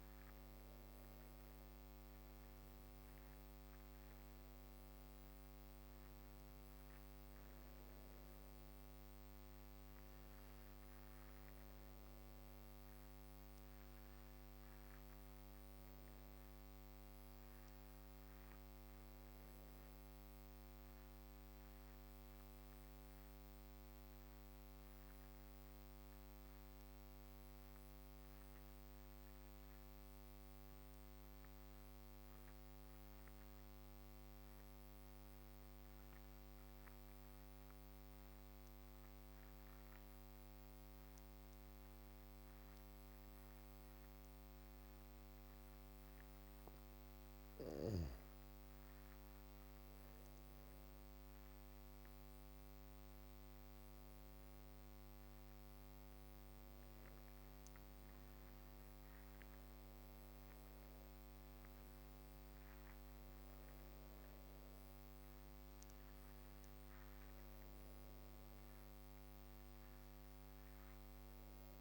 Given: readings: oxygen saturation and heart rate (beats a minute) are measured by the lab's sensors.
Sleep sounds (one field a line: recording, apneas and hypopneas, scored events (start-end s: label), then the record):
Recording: breathing in sleep, hard to hear, by a microphone on the trachea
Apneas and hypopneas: 1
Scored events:
22.00-45.00 s: obstructive apnea (oxygen 99% before, 91% lowest, heart rate 56 before, 53 extreme, up 14 after)
37.50-71.50 s: oxygen desaturation (device-marked, oxygen 98% before, 91% lowest, heart rate 57 before, 51 extreme)
47.50-51.50 s: arousal
From the record:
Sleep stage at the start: N2 (light sleep)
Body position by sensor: on the back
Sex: female